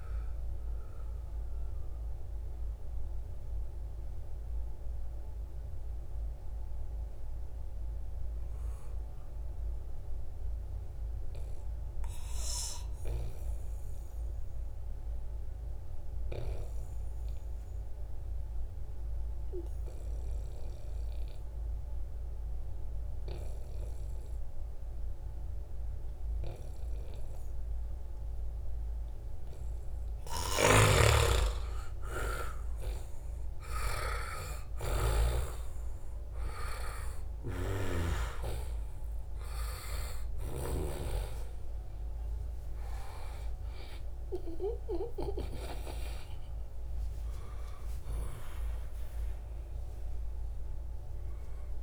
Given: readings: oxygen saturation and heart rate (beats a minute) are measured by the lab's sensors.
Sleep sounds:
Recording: breathing in sleep by a room microphone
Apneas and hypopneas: 1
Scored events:
0.00-13.50 s: oxygen desaturation (device-marked, oxygen 87% lowest, heart rate 66 extreme)
2.00-30.50 s: mixed apnea (oxygen 97% before, 87% lowest, heart rate 74 before, 72 extreme, up 4 after)
30.00-37.50 s: snoring (device-marked)
31.50-51.83 s: oxygen desaturation (device-marked, oxygen 97% before, 91% lowest, heart rate 74 before, 68 extreme)
32.50-38.00 s: arousal
From the record:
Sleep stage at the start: N2 (light sleep)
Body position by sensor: on the right side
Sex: male

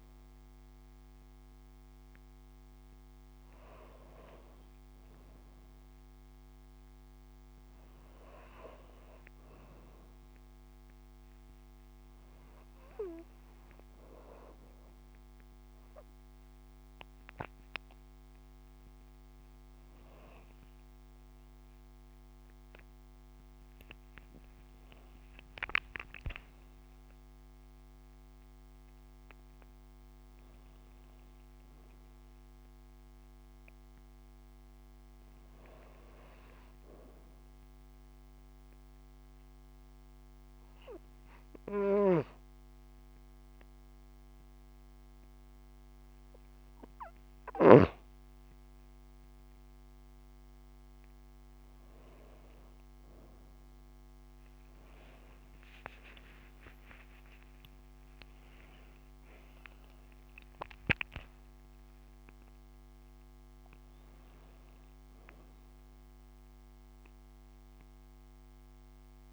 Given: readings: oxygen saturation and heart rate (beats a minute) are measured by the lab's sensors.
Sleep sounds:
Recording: breathing in sleep by a microphone on the trachea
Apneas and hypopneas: 1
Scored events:
25.00-30.00 s: arousal
36.00-47.00 s: obstructive apnea (oxygen 95% before, 93% lowest)
50.00-54.50 s: arousal
From the record:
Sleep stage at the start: N2 (light sleep)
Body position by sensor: on the back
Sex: female

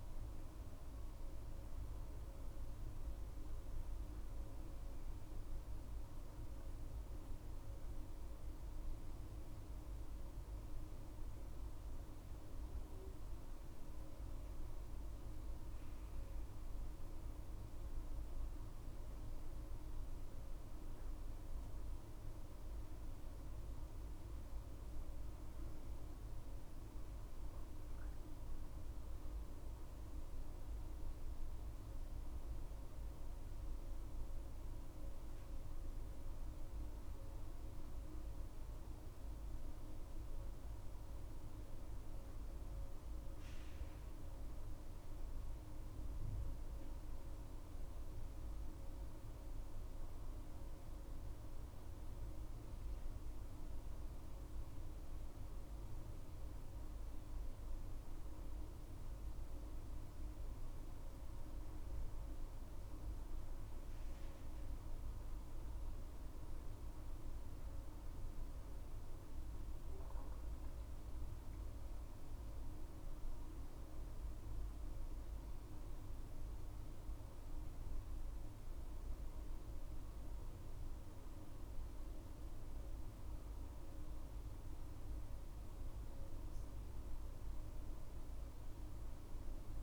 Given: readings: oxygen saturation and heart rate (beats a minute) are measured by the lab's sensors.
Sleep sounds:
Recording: breathing in sleep, hard to hear, by a room microphone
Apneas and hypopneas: 1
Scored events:
54.50-71.50 s: hypopnea (oxygen 98% before, 97% lowest, heart rate 63 before, 58 extreme, up 9 after)
73.00-77.50 s: arousal
From the record:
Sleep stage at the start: N2 (light sleep)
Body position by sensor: on the back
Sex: female

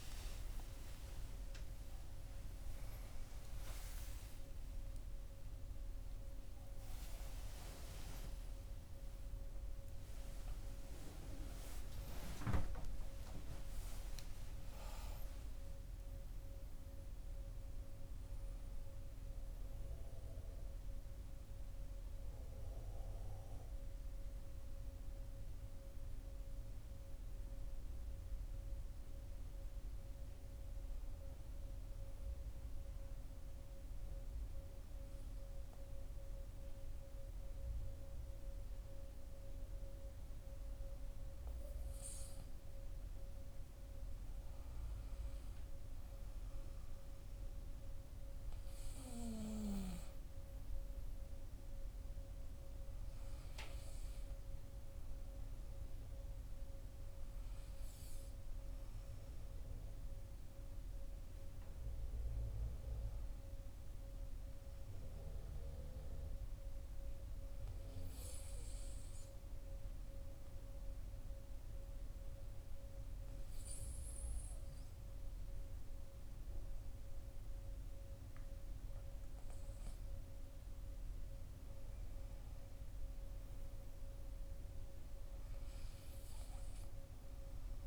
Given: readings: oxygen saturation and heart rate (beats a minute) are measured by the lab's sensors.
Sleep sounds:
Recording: a person partly awake in a sleep study, hard to hear, by a room microphone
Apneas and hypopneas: 2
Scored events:
0.00-6.50 s: oxygen desaturation (device-marked, oxygen 94% lowest, heart rate 49 extreme)
23.50-87.87 s: new sleep stage, N2 (light sleep)
32.00-42.50 s: obstructive apnea (oxygen 98% before, 95% lowest, heart rate 81 before, 49 extreme, up 10 after)
45.00-49.00 s: arousal
68.50-79.50 s: hypopnea (oxygen 97% before, 95% lowest, heart rate 54 before, 46 extreme, up 17 after)
81.00-84.50 s: arousal
From the record:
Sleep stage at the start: awake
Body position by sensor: on the back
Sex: male

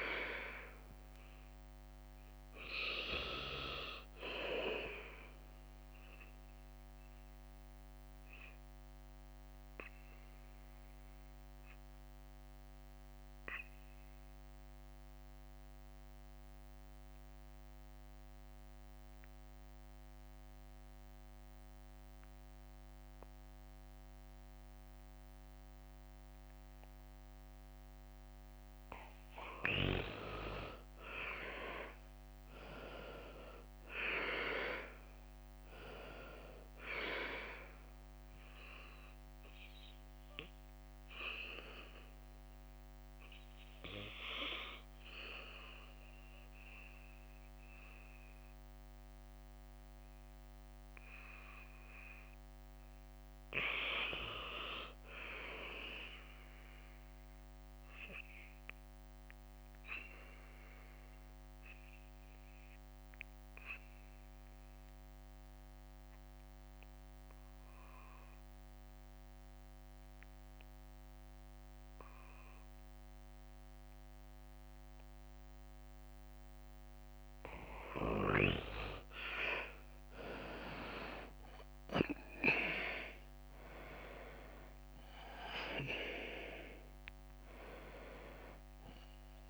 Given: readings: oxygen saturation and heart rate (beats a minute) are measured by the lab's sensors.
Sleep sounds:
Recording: breathing in sleep by a microphone on the trachea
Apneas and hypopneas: 3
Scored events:
0.00-6.00 s: drop in pulse transit time (device-marked, heart rate 61 extreme)
2.00-25.00 s: oxygen desaturation (device-marked, oxygen 95% before, 87% lowest, heart rate 60 before, 51 extreme)
7.50-27.00 s: hypopnea (oxygen 96% before, 85% lowest, heart rate 62 before, 51 extreme, up 6 after)
20.00-31.00 s: bradycardia (device-marked, heart rate 60 before, 51 extreme)
30.50-35.00 s: arousal
35.00-44.00 s: drop in pulse transit time (device-marked, heart rate 58 before, 61 extreme)
39.00-60.00 s: oxygen desaturation (device-marked, oxygen 98% before, 85% lowest, heart rate 59 before, 49 extreme)
40.00-51.00 s: obstructive apnea (oxygen 98% before, 84% lowest, heart rate 60 before, 52 extreme, up 4 after)
42.00-51.00 s: bradycardia (device-marked, heart rate 60 before, 58 extreme)
54.50-58.50 s: arousal
64.00-78.00 s: bradycardia (device-marked, heart rate 60 before, 49 extreme)
65.50-76.50 s: obstructive apnea (oxygen 97% before, 84% lowest, heart rate 60 before, 49 extreme, up 19 after)
69.00-75.00 s: oxygen desaturation (device-marked, oxygen 97% before, 92% lowest, heart rate 60 before, 49 extreme)
81.00-85.00 s: arousal
81.00-89.50 s: drop in pulse transit time (device-marked, heart rate 56 before, 60 extreme)
88.00-89.50 s: oxygen desaturation (device-marked, oxygen 94% before, 84% lowest, heart rate 58 before, 58 extreme)
From the record:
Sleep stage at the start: N2 (light sleep)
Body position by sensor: on the right side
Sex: male

